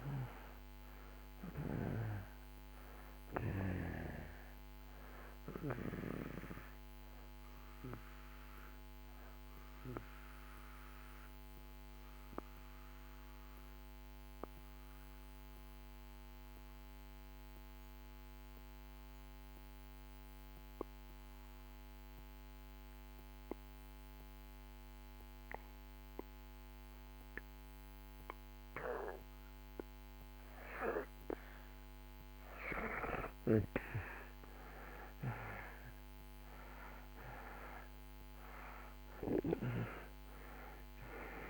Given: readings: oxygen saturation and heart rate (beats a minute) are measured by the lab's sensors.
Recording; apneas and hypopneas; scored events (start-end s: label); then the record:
breathing in sleep by a microphone on the trachea; 1
0.00-27.50 s: oxygen desaturation (device-marked, oxygen 84% lowest)
9.50-29.50 s: obstructive apnea (oxygen 98% before, 79% lowest)
33.50-41.50 s: oxygen desaturation (device-marked, oxygen 95% before, 79% lowest)
34.50-39.00 s: arousal
From the record:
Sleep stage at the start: N2 (light sleep); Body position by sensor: on the back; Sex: male